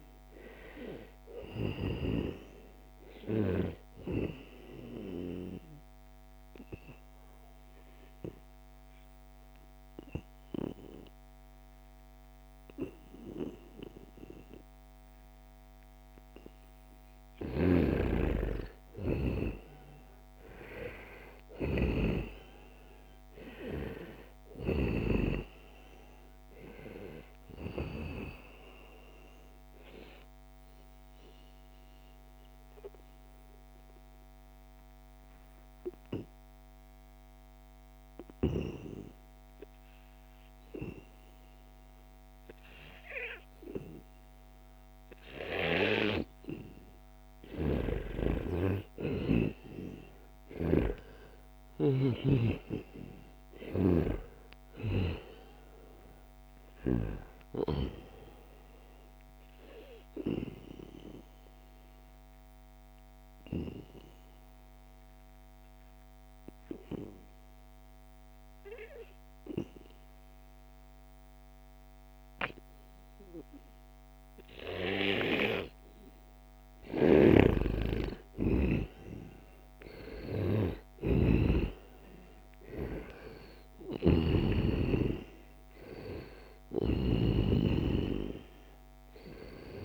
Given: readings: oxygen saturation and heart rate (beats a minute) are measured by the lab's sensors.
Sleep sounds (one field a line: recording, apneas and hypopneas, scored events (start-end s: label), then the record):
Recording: breathing in sleep by a microphone on the trachea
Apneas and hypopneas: 3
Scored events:
0.00-12.00 s: oxygen desaturation (device-marked, oxygen 90% lowest, heart rate 78 extreme)
3.50-16.00 s: obstructive apnea (oxygen 95% before, 90% lowest, heart rate 83 before, 78 extreme, up 1 after)
17.00-21.50 s: snoring (device-marked)
17.50-21.00 s: arousal
22.00-40.00 s: oxygen desaturation (device-marked, oxygen 95% before, 91% lowest, heart rate 82 before, 76 extreme)
28.50-46.00 s: obstructive apnea (oxygen 95% before, 91% lowest, heart rate 81 before, 76 extreme, up 1 after)
47.00-53.50 s: snoring (device-marked)
47.50-51.00 s: arousal
51.00-69.00 s: oxygen desaturation (device-marked, oxygen 96% before, 91% lowest, heart rate 80 before, 74 extreme)
59.50-76.50 s: obstructive apnea (oxygen 96% before, 88% lowest, heart rate 78 before, 74 extreme, up 6 after)
76.50-87.00 s: snoring (device-marked)
78.00-81.50 s: arousal
From the record:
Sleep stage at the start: N2 (light sleep)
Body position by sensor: on the right side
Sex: male